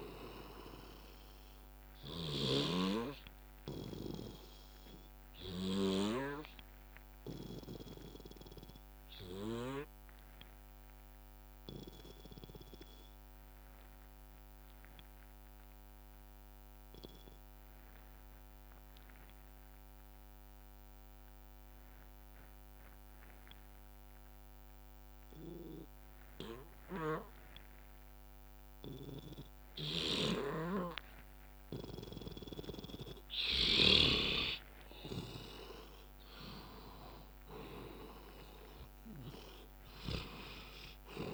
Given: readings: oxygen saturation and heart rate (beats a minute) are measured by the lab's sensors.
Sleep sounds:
breathing in sleep by a microphone on the trachea; 1
0.00-15.50 s: oxygen desaturation (device-marked, oxygen 90% lowest, heart rate 57 extreme)
2.50-4.50 s: bradycardia (device-marked, heart rate 64 before, 63 extreme)
5.50-16.50 s: bradycardia (device-marked, heart rate 64 before, 57 extreme)
6.50-32.00 s: obstructive apnea (oxygen 100% before, 86% lowest, heart rate 66 before, 54 extreme, up 18 after)
18.50-20.50 s: bradycardia (device-marked, heart rate 64 before, 59 extreme)
21.50-27.50 s: bradycardia (device-marked, heart rate 64 before, 57 extreme)
30.50-41.34 s: oxygen desaturation (device-marked, oxygen 98% before, 88% lowest, heart rate 59 before, 54 extreme)
34.50-41.34 s: drop in pulse transit time (device-marked, heart rate 59 before, 56 extreme)
36.00-40.00 s: arousal
From the record:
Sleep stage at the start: N2 (light sleep); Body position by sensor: on the back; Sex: male

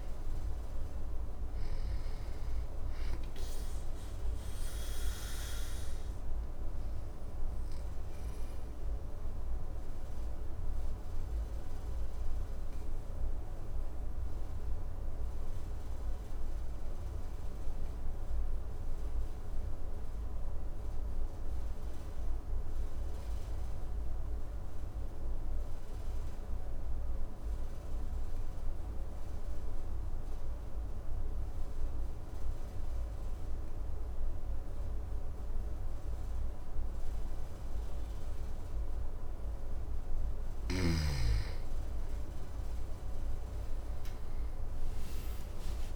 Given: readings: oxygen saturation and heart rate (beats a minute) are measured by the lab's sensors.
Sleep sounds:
breathing in sleep, hard to hear, by a room microphone; 1
0.00-1.50 s: snoring (device-marked)
0.00-20.50 s: oxygen desaturation (device-marked, oxygen 89% lowest, heart rate 51 extreme)
4.00-38.50 s: obstructive apnea (oxygen 100% before, 86% lowest, heart rate 57 before, 50 extreme, up 7 after)
34.50-45.95 s: oxygen desaturation (device-marked, oxygen 99% before, 86% lowest, heart rate 53 before, 50 extreme)
42.50-45.95 s: arousal
From the record:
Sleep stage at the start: N2 (light sleep); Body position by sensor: on the back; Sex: male

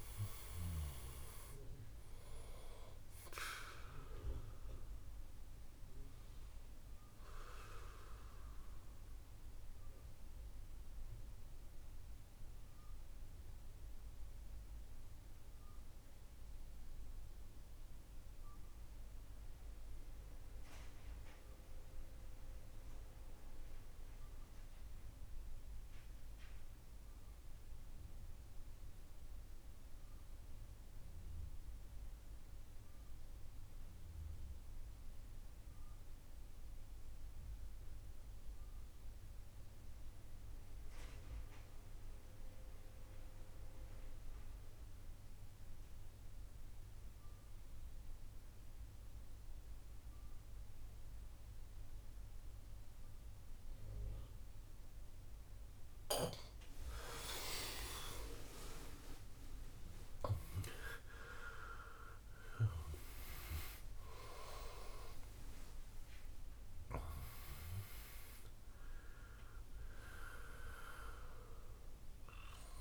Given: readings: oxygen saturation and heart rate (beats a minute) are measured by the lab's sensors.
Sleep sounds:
breathing in sleep by a room microphone; 1
0.00-18.00 s: oxygen desaturation (device-marked, oxygen 81% lowest, heart rate 63 extreme)
8.50-55.50 s: mixed apnea (oxygen 92% before, 82% lowest, heart rate 71 before, 63 extreme, up 23 after)
35.00-70.00 s: oxygen desaturation (device-marked, oxygen 99% before, 82% lowest, heart rate 66 before, 62 extreme)
57.50-62.50 s: arousal
From the record:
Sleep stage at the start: N2 (light sleep); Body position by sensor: on the back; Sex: male

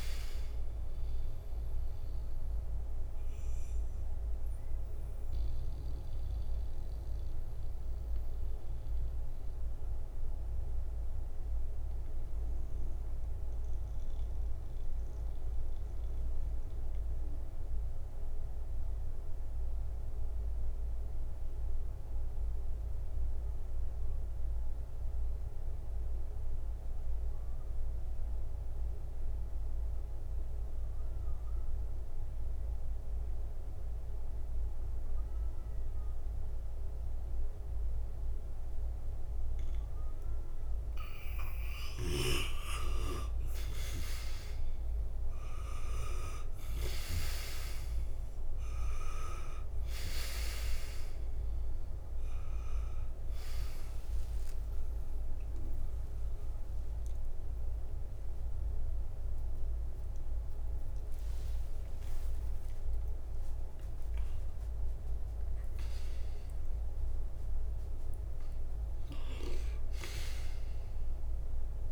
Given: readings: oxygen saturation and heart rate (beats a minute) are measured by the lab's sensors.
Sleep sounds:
breathing in sleep by a room microphone; 1
0.00-27.50 s: oxygen desaturation (device-marked, oxygen 83% lowest, heart rate 55 extreme)
3.50-40.50 s: mixed apnea (oxygen 98% before, 82% lowest, heart rate 63 before, 55 extreme, up 7 after)
41.50-71.92 s: oxygen desaturation (device-marked, oxygen 98% before, 82% lowest, heart rate 62 before, 56 extreme)
54.00-60.50 s: arousal
59.50-71.92 s: new sleep stage, N1 (lightest sleep)
From the record:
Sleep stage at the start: N2 (light sleep); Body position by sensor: on the back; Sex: male

